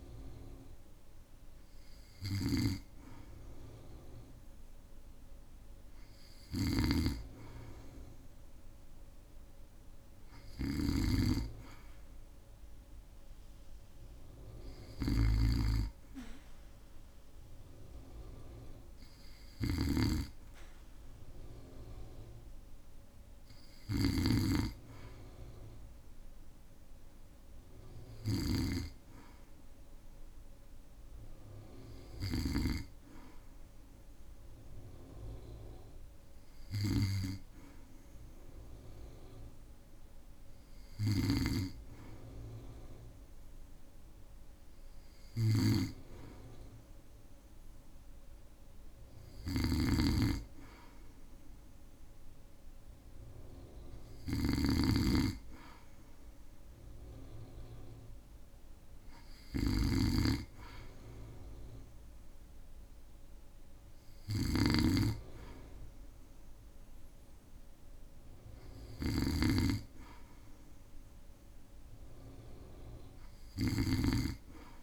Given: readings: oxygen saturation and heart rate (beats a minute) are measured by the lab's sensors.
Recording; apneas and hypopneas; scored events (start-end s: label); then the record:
breathing in sleep by a room microphone; none
0.00-74.83 s: snoring (device-marked)
From the record:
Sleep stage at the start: N2 (light sleep); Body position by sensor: on the back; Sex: male